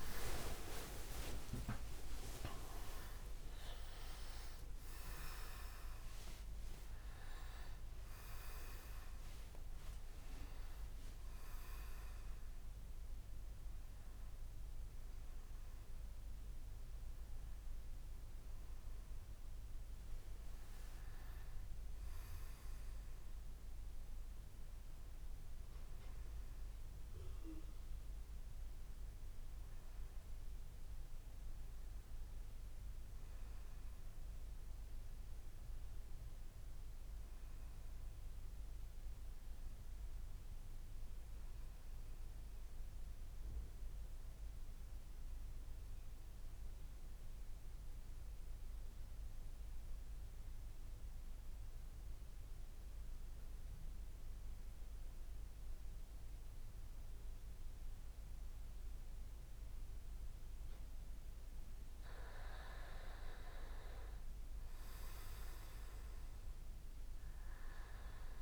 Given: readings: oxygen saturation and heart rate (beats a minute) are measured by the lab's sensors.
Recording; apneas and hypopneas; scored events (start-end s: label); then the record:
a person partly awake in a sleep study, by a room microphone; 1
0.00-2.00 s: tachycardia (device-marked, heart rate 98 extreme)
19.50-21.00 s: leg movement (device-marked)
24.00-68.42 s: new sleep stage, N1 (lightest sleep)
45.50-60.50 s: central apnea (oxygen 100% before, 93% lowest)
62.50-66.50 s: arousal
63.00-68.42 s: oxygen desaturation (device-marked, oxygen 98% before, 93% lowest)
From the record:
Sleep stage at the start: awake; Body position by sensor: on the back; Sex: male